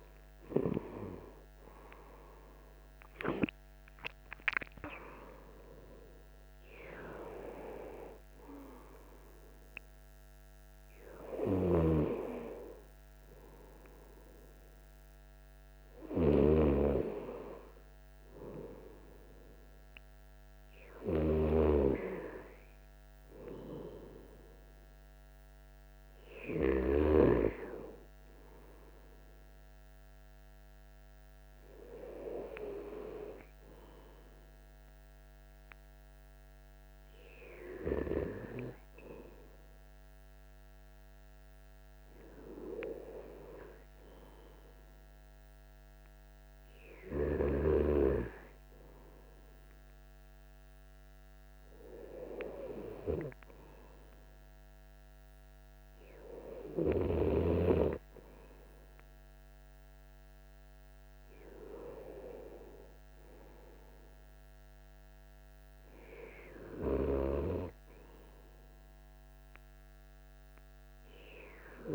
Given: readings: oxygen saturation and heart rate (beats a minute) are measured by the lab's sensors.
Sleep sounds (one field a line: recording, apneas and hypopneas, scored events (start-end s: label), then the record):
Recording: breathing in sleep by a microphone on the trachea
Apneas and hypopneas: none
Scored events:
0.00-4.50 s: arousal
From the record:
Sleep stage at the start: N2 (light sleep)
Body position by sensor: on the right side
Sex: male